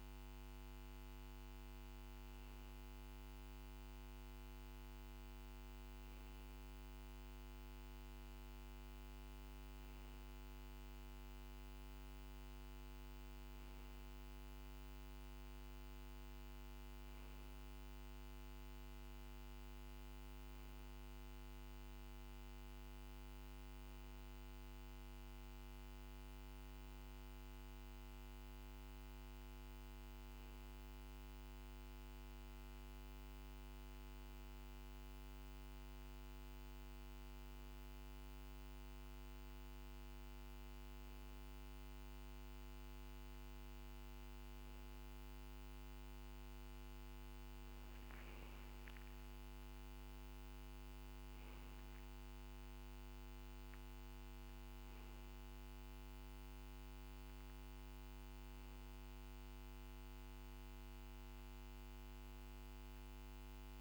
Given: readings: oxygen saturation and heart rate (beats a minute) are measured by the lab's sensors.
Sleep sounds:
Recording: breathing in sleep, hard to hear, by a microphone on the trachea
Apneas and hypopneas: none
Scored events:
none scored
From the record:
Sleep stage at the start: N2 (light sleep)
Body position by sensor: on the back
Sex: male

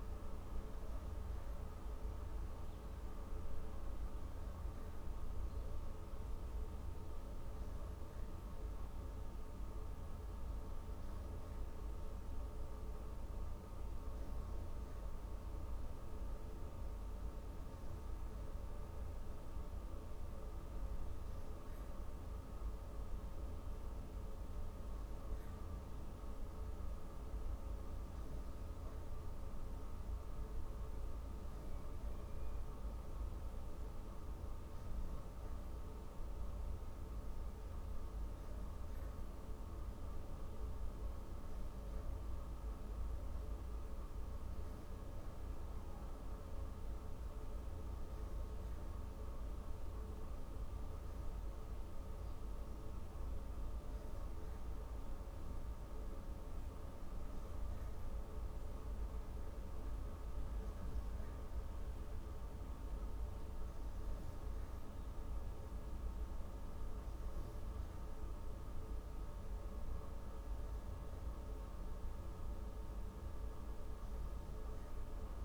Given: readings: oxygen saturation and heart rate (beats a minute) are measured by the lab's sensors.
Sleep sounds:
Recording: breathing in sleep, hard to hear, by a room microphone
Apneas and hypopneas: none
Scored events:
none scored
From the record:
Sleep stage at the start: N3 (deep sleep)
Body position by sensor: on the back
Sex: female

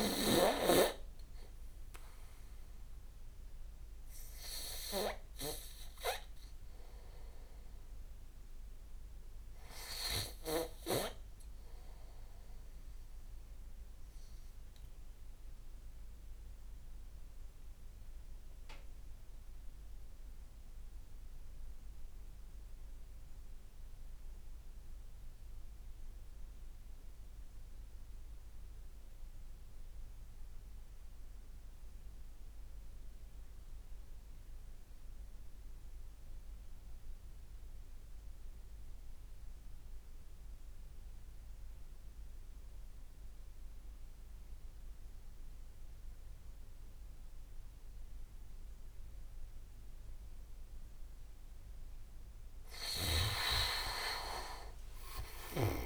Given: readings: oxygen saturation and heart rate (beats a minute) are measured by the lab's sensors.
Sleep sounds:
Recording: breathing in sleep by a room microphone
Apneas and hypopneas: 1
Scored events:
0.00-3.00 s: oxygen desaturation (device-marked, oxygen 94% lowest, heart rate 52 extreme)
12.50-50.00 s: obstructive apnea (oxygen 98% before, 93% lowest, heart rate 62 before, 39 extreme, up 19 after)
From the record:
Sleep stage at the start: N2 (light sleep)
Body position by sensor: on the back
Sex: male

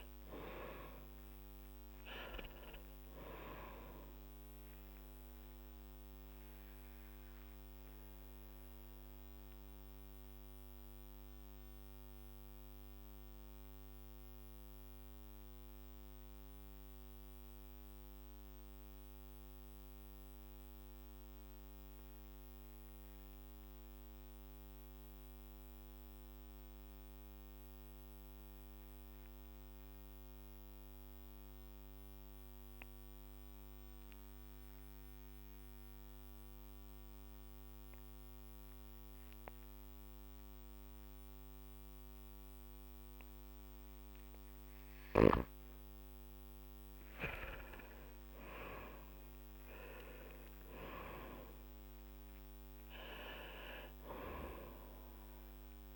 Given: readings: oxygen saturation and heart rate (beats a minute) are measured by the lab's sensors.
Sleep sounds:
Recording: breathing in sleep by a microphone on the trachea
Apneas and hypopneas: 1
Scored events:
0.00-2.00 s: arousal
7.00-44.00 s: mixed apnea (oxygen 99% before, 91% lowest, heart rate 53 before, 44 extreme, up 10 after)
30.50-47.50 s: oxygen desaturation (device-marked, oxygen 99% before, 92% lowest, heart rate 47 before, 45 extreme)
47.00-51.50 s: arousal
From the record:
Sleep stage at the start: N2 (light sleep)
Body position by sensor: on the back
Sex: male

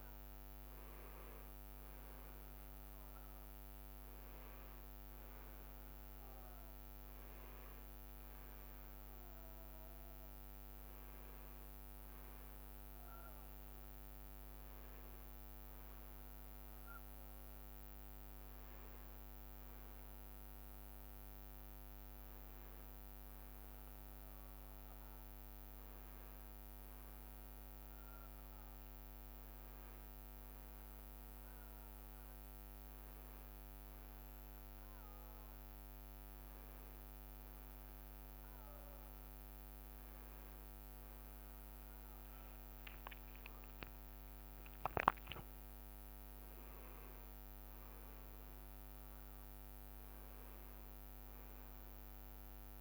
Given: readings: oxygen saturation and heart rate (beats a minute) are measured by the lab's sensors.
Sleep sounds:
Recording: a person awake in a sleep study, hard to hear, by a microphone on the trachea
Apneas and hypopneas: none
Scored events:
1.00-5.50 s: leg movement (device-marked)
37.50-52.81 s: new sleep stage, N1 (lightest sleep)
From the record:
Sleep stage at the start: awake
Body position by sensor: on the back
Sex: male

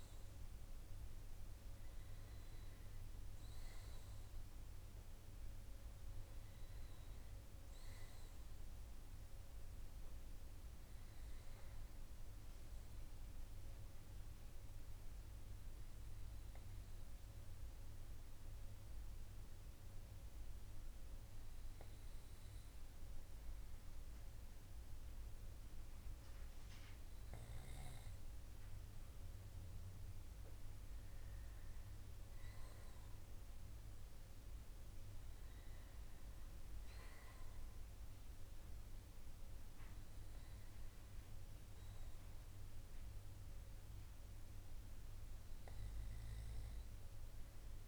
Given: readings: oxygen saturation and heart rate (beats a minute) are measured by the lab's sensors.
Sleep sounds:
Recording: breathing in sleep, hard to hear, by a room microphone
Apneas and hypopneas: 1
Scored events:
13.50-28.50 s: hypopnea (oxygen 96% before, 96% lowest, heart rate 56 before, 50 extreme, up 2 after)
29.50-32.50 s: arousal
From the record:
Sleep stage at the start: N2 (light sleep)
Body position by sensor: on the right side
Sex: male

